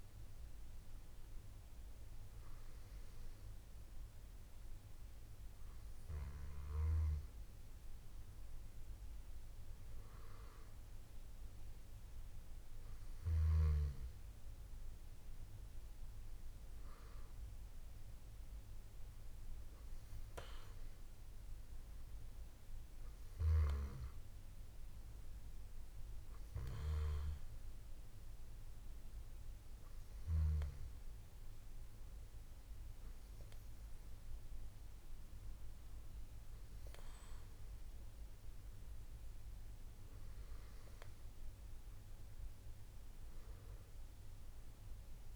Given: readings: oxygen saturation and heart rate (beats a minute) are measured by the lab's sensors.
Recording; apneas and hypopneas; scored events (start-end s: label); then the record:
breathing in sleep by a room microphone; none
0.00-14.00 s: drop in pulse transit time (device-marked)
1.50-3.50 s: long interval between heartbeats (device-marked, heart rate 59 before, 64 extreme)
14.50-16.50 s: long interval between heartbeats (device-marked)
19.00-21.00 s: long interval between heartbeats (device-marked, heart rate 38 before, 64 extreme)
31.50-33.50 s: long interval between heartbeats (device-marked, heart rate 52 before, 70 extreme)
42.00-45.36 s: drop in pulse transit time (device-marked, heart rate 57 before, 28 extreme)
42.50-44.50 s: long interval between heartbeats (device-marked, heart rate 57 before, 28 extreme)
From the record:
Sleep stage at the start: N2 (light sleep); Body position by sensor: on the back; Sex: female